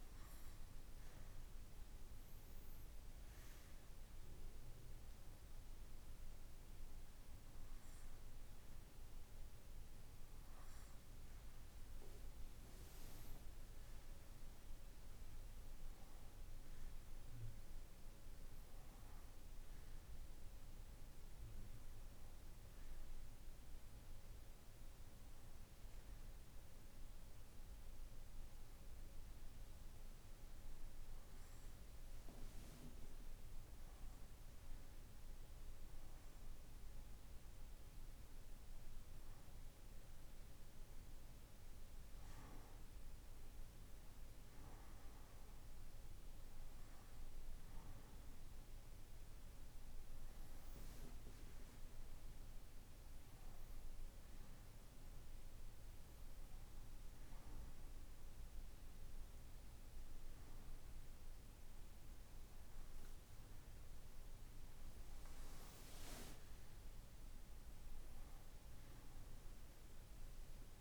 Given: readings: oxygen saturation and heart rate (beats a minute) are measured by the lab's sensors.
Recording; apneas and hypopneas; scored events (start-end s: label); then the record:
breathing in sleep, hard to hear, by a room microphone; none
64.00-70.81 s: new sleep stage, N2 (light sleep)
From the record:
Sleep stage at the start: N1 (lightest sleep); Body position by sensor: on the right side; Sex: male